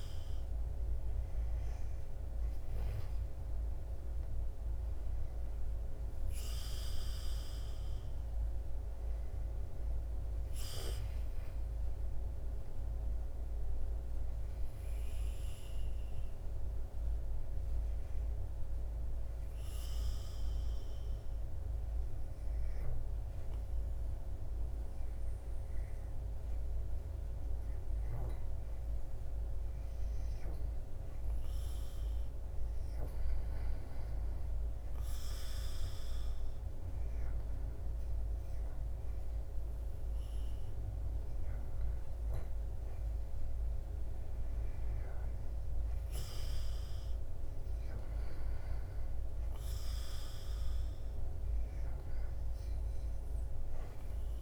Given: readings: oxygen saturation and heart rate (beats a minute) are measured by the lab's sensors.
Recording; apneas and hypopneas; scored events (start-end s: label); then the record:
breathing in sleep, hard to hear, by a room microphone; 1
15.00-40.50 s: hypopnea (oxygen 96% before, 92% lowest, heart rate 81 before, 76 extreme, up 4 after)
24.00-54.42 s: new sleep stage, REM sleep
35.00-54.42 s: oxygen desaturation (device-marked, oxygen 96% before, 92% lowest, heart rate 80 before, 79 extreme)
44.00-47.50 s: arousal
From the record:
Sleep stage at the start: N2 (light sleep); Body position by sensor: on the back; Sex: male